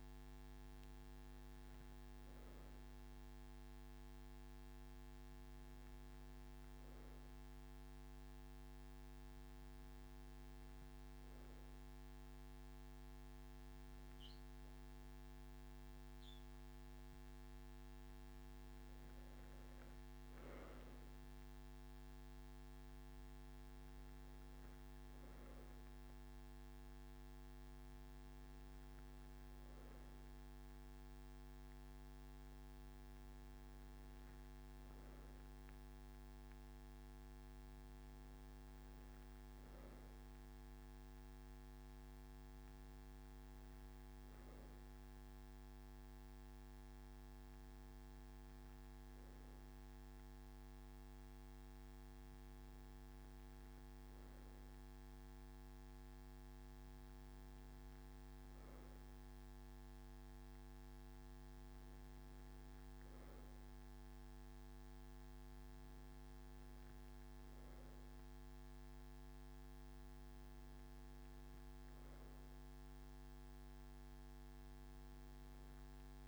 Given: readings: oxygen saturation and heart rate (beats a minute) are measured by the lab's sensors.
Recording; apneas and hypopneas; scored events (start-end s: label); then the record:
breathing in sleep, hard to hear, by a microphone on the trachea; none
none scored
From the record:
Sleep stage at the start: N2 (light sleep); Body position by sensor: on the right side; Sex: male